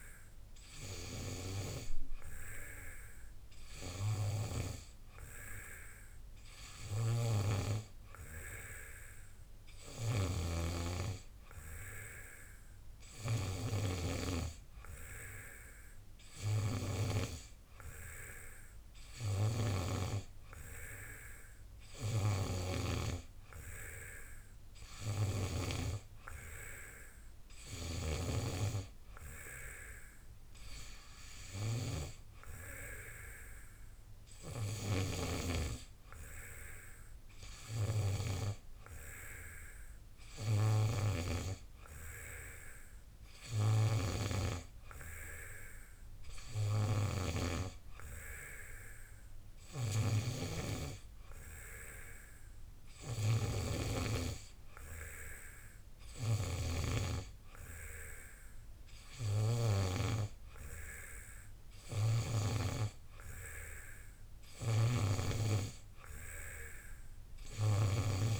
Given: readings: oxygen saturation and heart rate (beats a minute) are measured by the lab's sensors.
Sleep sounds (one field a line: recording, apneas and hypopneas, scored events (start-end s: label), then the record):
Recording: breathing in sleep by a room microphone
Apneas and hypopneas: none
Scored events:
none scored
From the record:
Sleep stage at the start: N2 (light sleep)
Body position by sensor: on the back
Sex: male